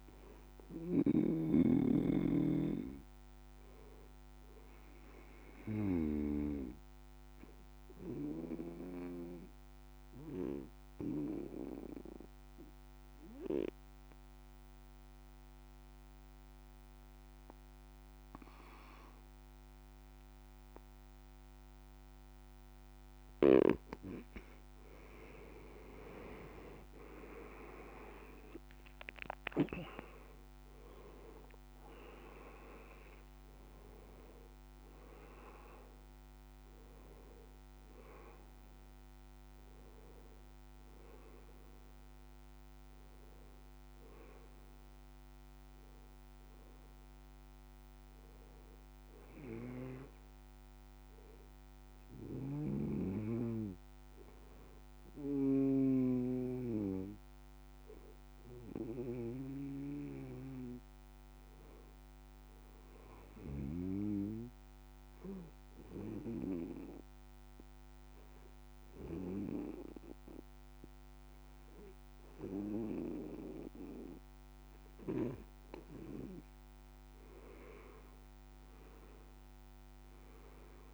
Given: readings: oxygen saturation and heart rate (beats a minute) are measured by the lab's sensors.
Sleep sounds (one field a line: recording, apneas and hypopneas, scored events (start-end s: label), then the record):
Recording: breathing in sleep by a microphone on the trachea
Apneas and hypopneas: 2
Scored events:
0.00-1.50 s: snoring (device-marked)
0.00-6.50 s: oxygen desaturation (device-marked, oxygen 93% lowest)
7.00-23.50 s: obstructive apnea (oxygen 97% before, 91% lowest)
25.50-30.50 s: arousal
28.50-35.50 s: oxygen desaturation (device-marked, oxygen 96% before, 92% lowest)
57.00-61.50 s: arousal
63.50-76.00 s: obstructive apnea (oxygen 98% before, 93% lowest)
77.50-80.94 s: oxygen desaturation (device-marked, oxygen 98% before, 93% lowest)
From the record:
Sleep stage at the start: N2 (light sleep)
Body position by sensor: on the back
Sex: male